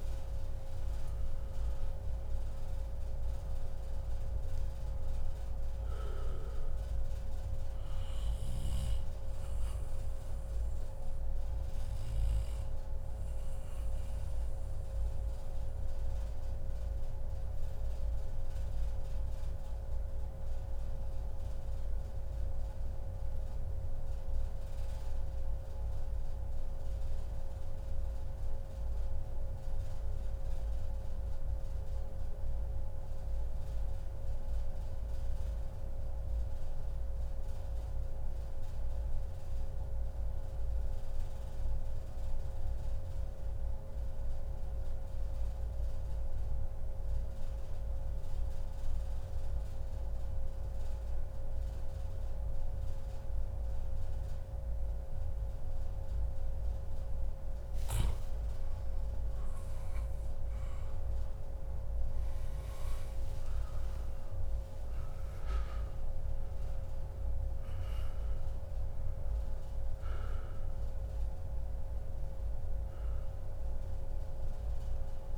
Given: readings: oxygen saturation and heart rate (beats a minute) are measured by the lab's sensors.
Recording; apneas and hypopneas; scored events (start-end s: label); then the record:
breathing in sleep, hard to hear, by a room microphone; 1
6.00-29.00 s: oxygen desaturation (device-marked, oxygen 95% before, 91% lowest, heart rate 133 before, 101 extreme)
14.50-57.50 s: mixed apnea (oxygen 97% before, 90% lowest, heart rate 140 before, 101 extreme, up 40 after)
15.50-17.50 s: long interval between heartbeats (device-marked, heart rate 141 before, 135 extreme)
43.00-45.00 s: long interval between heartbeats (device-marked, heart rate 113 before, 117 extreme)
49.00-51.00 s: long interval between heartbeats (device-marked, heart rate 112 before, 101 extreme)
54.00-75.38 s: oxygen desaturation (device-marked, oxygen 98% before, 90% lowest, heart rate 111 before, 108 extreme)
56.50-58.50 s: long interval between heartbeats (device-marked, heart rate 111 before, 106 extreme)
58.50-63.00 s: arousal
From the record:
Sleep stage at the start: REM sleep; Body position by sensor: on the back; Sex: male